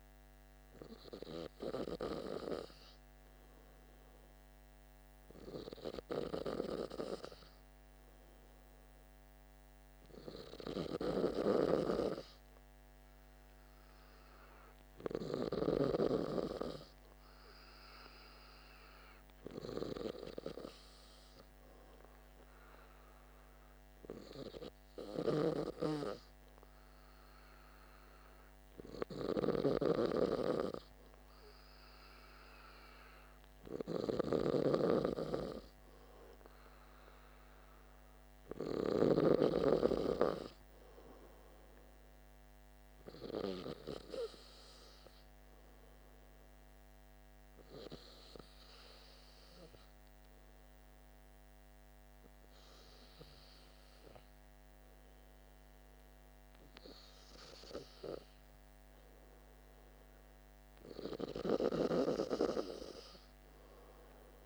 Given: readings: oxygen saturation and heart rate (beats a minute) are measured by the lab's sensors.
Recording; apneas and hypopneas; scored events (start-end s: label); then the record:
breathing in sleep by a microphone on the trachea; none
11.00-15.50 s: snoring (device-marked)
29.00-39.00 s: snoring (device-marked)
From the record:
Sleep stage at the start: N2 (light sleep); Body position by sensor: on the back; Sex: male